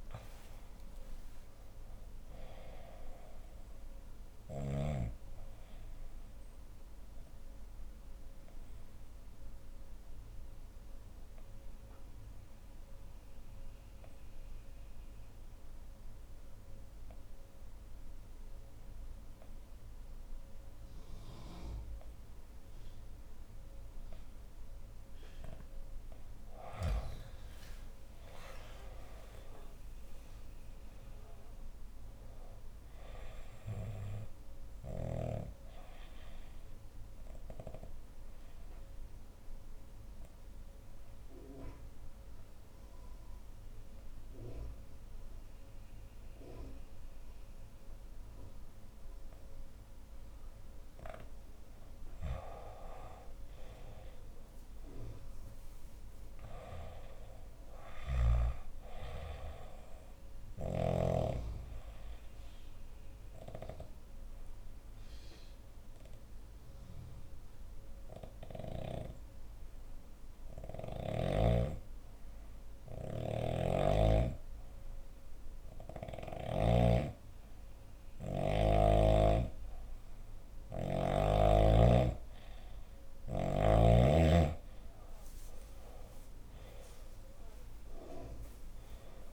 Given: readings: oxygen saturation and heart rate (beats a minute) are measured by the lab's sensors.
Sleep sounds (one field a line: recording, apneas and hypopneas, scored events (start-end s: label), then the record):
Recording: breathing in sleep by a room microphone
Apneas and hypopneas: 3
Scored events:
0.00-15.00 s: oxygen desaturation (device-marked, oxygen 90% lowest, heart rate 57 extreme)
4.00-24.50 s: obstructive apnea (oxygen 97% before, 88% lowest, heart rate 67 before, 57 extreme, up 14 after)
7.00-13.00 s: bradycardia (device-marked, heart rate 73 before, 57 extreme)
25.00-46.00 s: oxygen desaturation (device-marked, oxygen 98% before, 88% lowest, heart rate 62 before, 58 extreme)
27.50-32.00 s: arousal
35.50-50.50 s: obstructive apnea (oxygen 98% before, 88% lowest, heart rate 66 before, 58 extreme, up 18 after)
37.00-43.00 s: bradycardia (device-marked, heart rate 72 before, 58 extreme)
52.50-57.00 s: arousal
60.00-70.00 s: oxygen desaturation (device-marked, oxygen 98% before, 92% lowest, heart rate 64 before, 58 extreme)
60.50-80.50 s: obstructive apnea (oxygen 98% before, 90% lowest, heart rate 64 before, 58 extreme, up 12 after)
64.00-68.00 s: bradycardia (device-marked, heart rate 68 before, 58 extreme)
73.00-76.50 s: snoring (device-marked)
83.00-89.33 s: oxygen desaturation (device-marked, oxygen 97% before, 90% lowest, heart rate 62 before, 61 extreme)
84.50-89.33 s: arousal
From the record:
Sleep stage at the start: N2 (light sleep)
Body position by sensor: on the left side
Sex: female